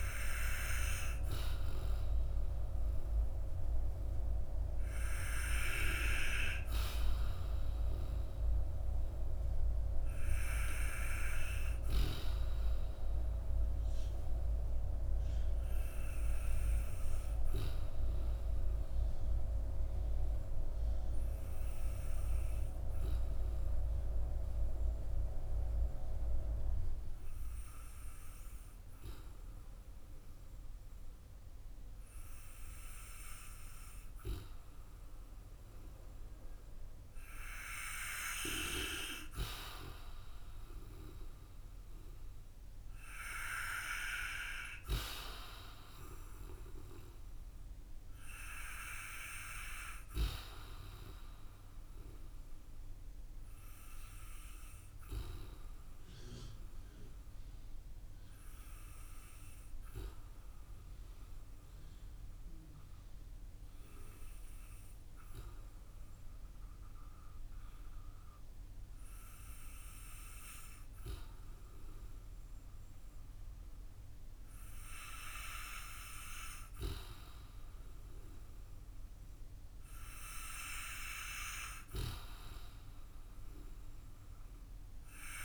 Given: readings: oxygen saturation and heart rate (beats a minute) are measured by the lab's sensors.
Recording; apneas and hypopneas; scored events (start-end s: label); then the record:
breathing in sleep by a room microphone; 2
18.50-35.00 s: obstructive apnea (oxygen 94% before, 92% lowest, heart rate 52 before, 51 extreme, up 6 after)
36.50-38.50 s: arousal
53.50-72.00 s: obstructive apnea (oxygen 95% before, 92% lowest, heart rate 58 before, 45 extreme, up 12 after)
73.00-76.50 s: arousal
From the record:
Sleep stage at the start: N2 (light sleep); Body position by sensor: on the back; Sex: male